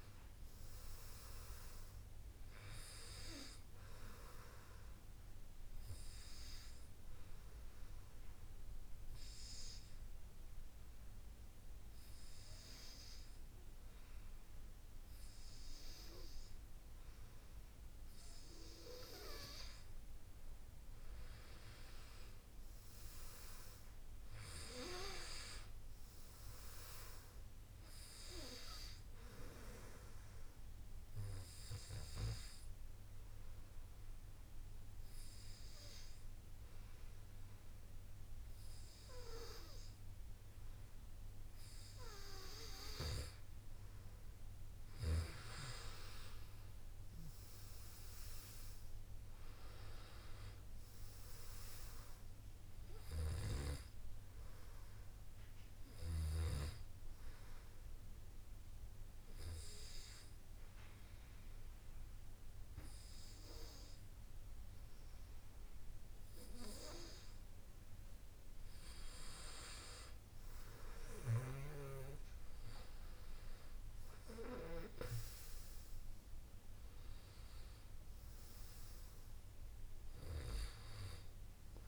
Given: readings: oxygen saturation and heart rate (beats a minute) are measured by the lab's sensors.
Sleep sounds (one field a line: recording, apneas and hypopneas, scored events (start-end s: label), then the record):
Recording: breathing in sleep by a room microphone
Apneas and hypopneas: 3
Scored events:
4.50-18.50 s: oxygen desaturation (device-marked, oxygen 98% before, 92% lowest)
5.00-18.50 s: obstructive apnea (oxygen 98% before, 90% lowest)
19.50-22.50 s: arousal
23.50-42.50 s: oxygen desaturation (device-marked, oxygen 97% before, 91% lowest)
30.00-42.50 s: central apnea (oxygen 97% before, 90% lowest)
44.00-47.00 s: arousal
48.50-67.50 s: oxygen desaturation (device-marked, oxygen 97% before, 90% lowest)
57.00-68.00 s: obstructive apnea (oxygen 97% before, 90% lowest)
71.50-75.00 s: arousal
79.50-81.88 s: oxygen desaturation (device-marked, oxygen 98% before, 93% lowest)
From the record:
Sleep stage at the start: N2 (light sleep)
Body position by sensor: on the back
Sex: male